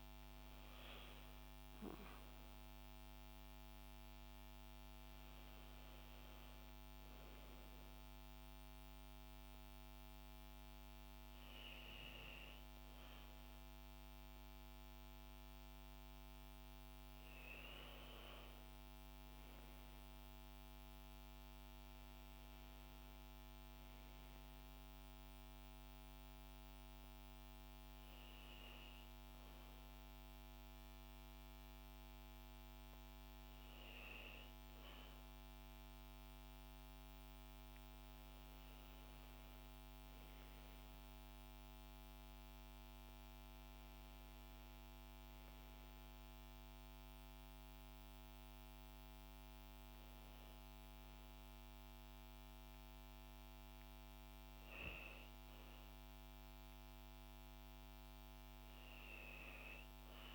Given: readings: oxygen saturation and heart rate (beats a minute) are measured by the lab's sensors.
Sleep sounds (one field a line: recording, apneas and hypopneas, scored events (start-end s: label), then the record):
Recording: breathing in sleep, hard to hear, by a microphone on the trachea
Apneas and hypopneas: none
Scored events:
none scored
From the record:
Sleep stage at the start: N2 (light sleep)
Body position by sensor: on the back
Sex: female